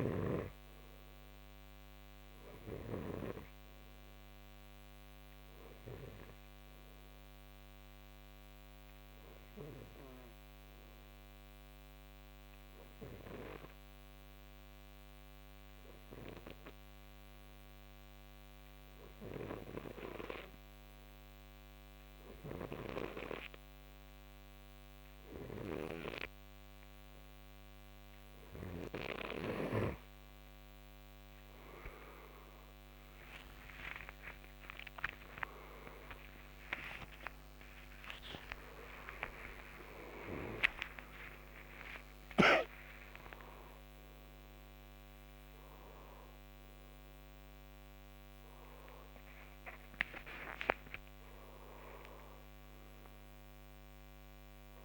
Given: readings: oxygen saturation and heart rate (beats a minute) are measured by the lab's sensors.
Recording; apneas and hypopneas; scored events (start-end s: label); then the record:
breathing in sleep by a microphone on the trachea; 1
0.00-13.50 s: oxygen desaturation (device-marked, oxygen 87% lowest, heart rate 59 extreme)
8.00-28.00 s: obstructive apnea (oxygen 94% before, 85% lowest, heart rate 67 before, 65 extreme, up 53 after)
27.50-54.85 s: oxygen desaturation (device-marked, oxygen 95% before, 85% lowest, heart rate 65 before, 58 extreme)
29.50-34.50 s: snoring (device-marked)
34.00-42.00 s: arousal
36.50-42.50 s: snoring (device-marked)
44.50-54.85 s: new sleep stage, N1 (lightest sleep)
From the record:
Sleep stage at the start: N2 (light sleep); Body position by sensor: on the back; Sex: male